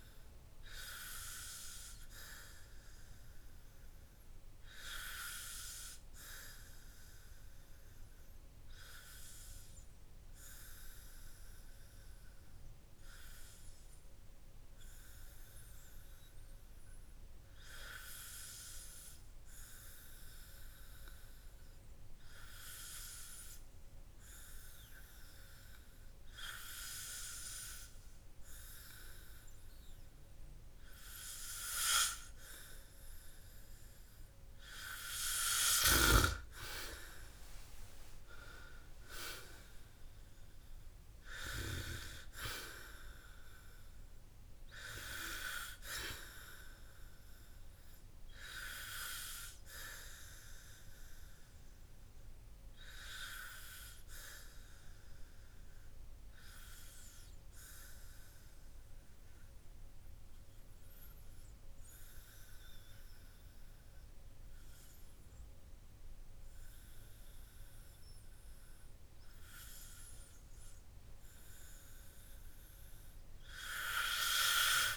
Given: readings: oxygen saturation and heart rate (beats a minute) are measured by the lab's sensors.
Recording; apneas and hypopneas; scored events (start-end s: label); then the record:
breathing in sleep by a room microphone; 2
9.00-31.50 s: hypopnea (oxygen 97% before, 94% lowest, heart rate 68 before, 49 extreme, up 17 after)
37.00-41.00 s: arousal
55.50-70.00 s: hypopnea (oxygen 98% before, 95% lowest, heart rate 66 before, 50 extreme, up 23 after)
From the record:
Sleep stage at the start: N2 (light sleep); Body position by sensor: on the back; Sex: male